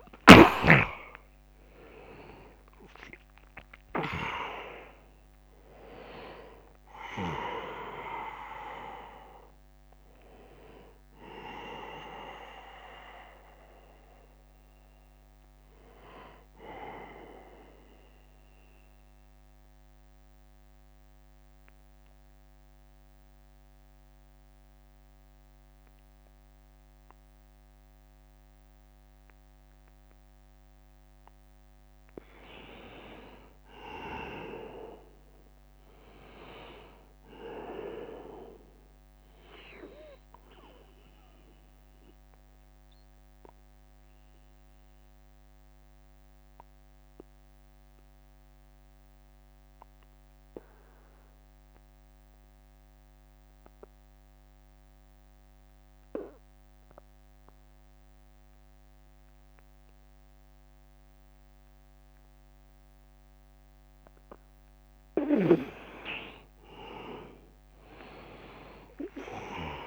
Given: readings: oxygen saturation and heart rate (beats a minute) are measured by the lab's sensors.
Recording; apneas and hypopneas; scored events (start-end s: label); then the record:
breathing in sleep by a microphone on the trachea; 2
0.00-2.50 s: arousal
0.00-12.50 s: drop in pulse transit time (device-marked, heart rate 82 extreme)
0.00-26.50 s: oxygen desaturation (device-marked, oxygen 83% lowest, heart rate 68 extreme)
18.00-31.50 s: mixed apnea (oxygen 100% before, 83% lowest, heart rate 83 before, 68 extreme, up 11 after)
33.50-37.00 s: arousal
41.00-63.50 s: mixed apnea (oxygen 100% before, 84% lowest, heart rate 75 before, 70 extreme, up 16 after)
46.50-54.50 s: oxygen desaturation (device-marked, oxygen 100% before, 94% lowest, heart rate 74 before, 70 extreme)
51.00-53.00 s: long interval between heartbeats (device-marked, heart rate 75 before, 78 extreme)
63.50-69.87 s: oxygen desaturation (device-marked, oxygen 99% before, 84% lowest, heart rate 76 before, 71 extreme)
68.00-69.87 s: arousal
68.50-69.87 s: drop in pulse transit time (device-marked, heart rate 78 before, 71 extreme)
From the record:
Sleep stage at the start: N2 (light sleep); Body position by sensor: on the back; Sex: male